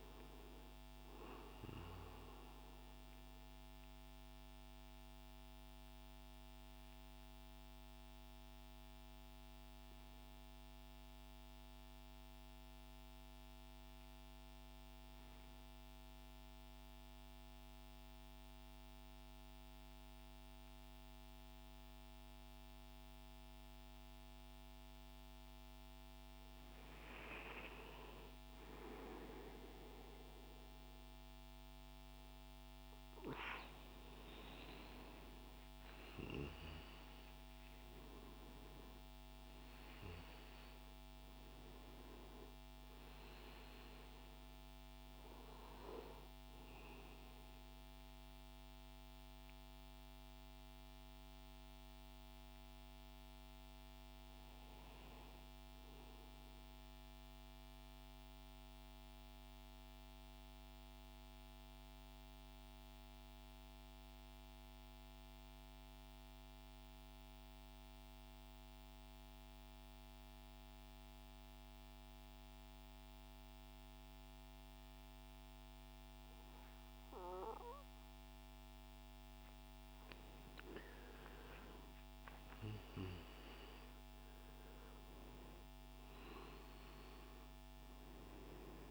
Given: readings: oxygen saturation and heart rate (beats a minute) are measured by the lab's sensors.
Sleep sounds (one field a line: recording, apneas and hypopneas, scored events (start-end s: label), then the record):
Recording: breathing in sleep by a microphone on the trachea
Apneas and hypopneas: 2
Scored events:
2.50-26.00 s: mixed apnea (oxygen 99% before, 92% lowest, heart rate 114 before, 55 extreme, up 4 after)
20.00-43.00 s: oxygen desaturation (device-marked, oxygen 99% before, 92% lowest, heart rate 65 before, 55 extreme)
38.50-43.50 s: arousal
58.50-78.50 s: obstructive apnea (oxygen 98% before, 91% lowest, heart rate 65 before, 56 extreme, up 28 after)
76.00-88.91 s: oxygen desaturation (device-marked, oxygen 97% before, 91% lowest, heart rate 61 before, 56 extreme)
80.50-84.50 s: arousal
From the record:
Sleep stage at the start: N2 (light sleep)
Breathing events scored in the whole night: 354 in 6.7 hours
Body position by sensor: on the right side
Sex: male